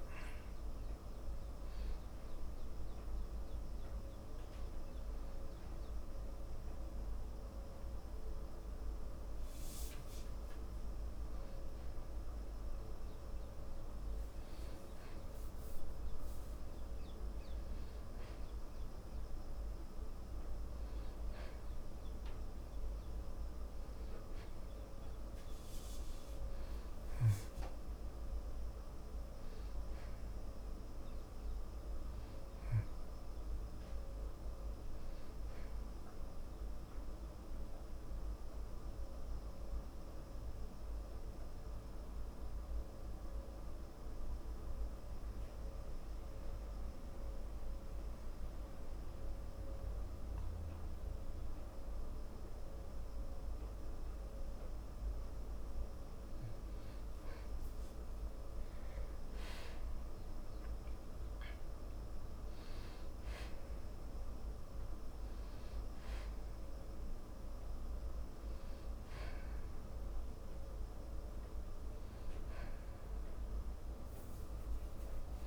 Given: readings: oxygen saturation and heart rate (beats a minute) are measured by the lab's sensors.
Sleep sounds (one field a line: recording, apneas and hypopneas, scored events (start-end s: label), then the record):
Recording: breathing in sleep, hard to hear, by a room microphone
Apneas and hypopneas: 1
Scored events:
10.00-75.47 s: new sleep stage, N2 (light sleep)
41.00-56.00 s: central apnea (oxygen 97% before, 90% lowest, heart rate 56 before, 55 extreme, up 3 after)
58.00-75.47 s: oxygen desaturation (device-marked, oxygen 97% before, 90% lowest, heart rate 55 before, 54 extreme)
59.50-63.00 s: arousal
From the record:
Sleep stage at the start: N1 (lightest sleep)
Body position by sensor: on the back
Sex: male